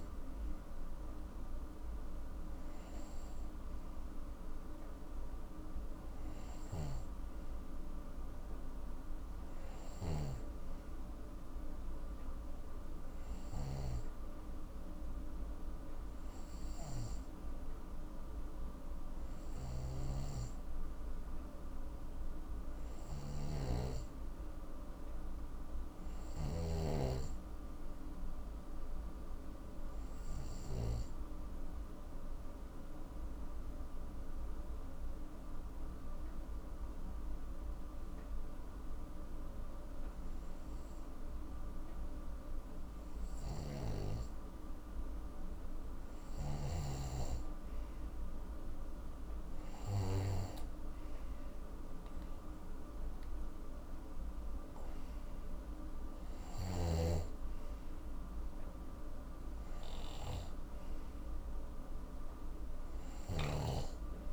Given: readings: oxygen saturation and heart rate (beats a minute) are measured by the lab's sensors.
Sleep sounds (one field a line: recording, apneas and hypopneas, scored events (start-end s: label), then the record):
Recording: breathing in sleep by a room microphone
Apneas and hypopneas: 1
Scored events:
9.50-13.50 s: snoring (device-marked)
19.50-30.50 s: snoring (device-marked)
29.00-46.50 s: hypopnea (oxygen 96% before, 92% lowest, heart rate 51 before, 44 extreme, up 26 after)
51.50-54.50 s: arousal
57.00-64.33 s: oxygen desaturation (device-marked, oxygen 95% before, 92% lowest, heart rate 58 before, 55 extreme)
From the record:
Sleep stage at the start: N2 (light sleep)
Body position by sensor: on the right side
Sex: male